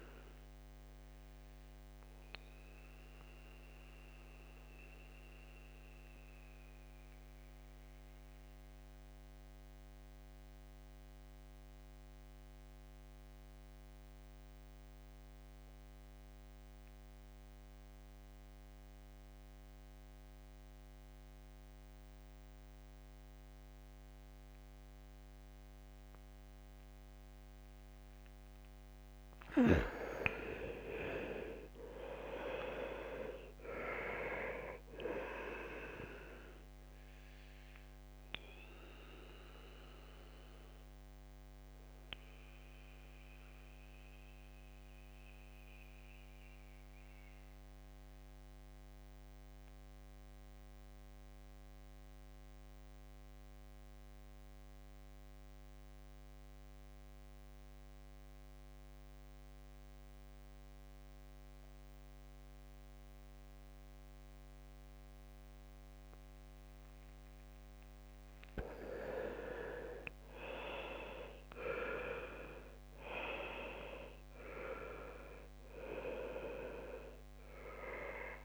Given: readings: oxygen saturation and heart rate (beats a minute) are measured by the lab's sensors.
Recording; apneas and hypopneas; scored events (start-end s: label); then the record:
breathing in sleep by a microphone on the trachea; 2
0.00-19.00 s: oxygen desaturation (device-marked, oxygen 79% lowest, heart rate 62 extreme)
1.00-28.00 s: mixed apnea (oxygen 99% before, 78% lowest, heart rate 68 before, 62 extreme, up 1 after)
25.00-58.00 s: oxygen desaturation (device-marked, oxygen 98% before, 78% lowest, heart rate 67 before, 62 extreme)
29.00-33.50 s: arousal
37.50-67.50 s: mixed apnea (oxygen 98% before, 74% lowest, heart rate 69 before, 62 extreme, up 22 after)
63.00-78.45 s: oxygen desaturation (device-marked, oxygen 98% before, 74% lowest, heart rate 68 before, 63 extreme)
68.00-70.00 s: long interval between heartbeats (device-marked, heart rate 69 before, 85 extreme)
69.00-72.50 s: arousal
From the record:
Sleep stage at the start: N2 (light sleep); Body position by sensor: on the back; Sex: male